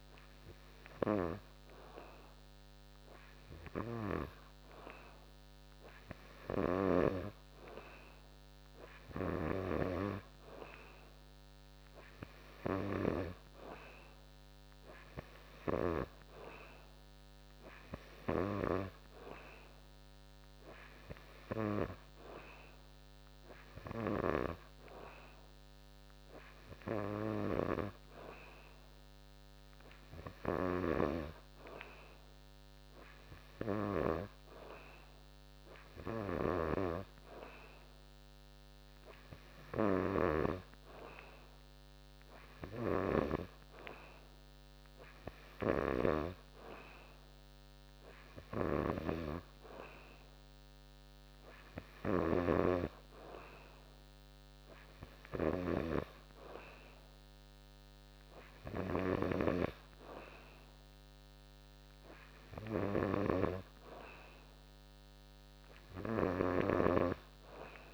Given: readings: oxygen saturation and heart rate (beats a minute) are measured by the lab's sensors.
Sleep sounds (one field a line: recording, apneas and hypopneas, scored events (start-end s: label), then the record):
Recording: breathing in sleep by a microphone on the trachea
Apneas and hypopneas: none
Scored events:
65.00-67.94 s: new sleep stage, awake
From the record:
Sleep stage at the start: N2 (light sleep)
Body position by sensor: on the back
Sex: male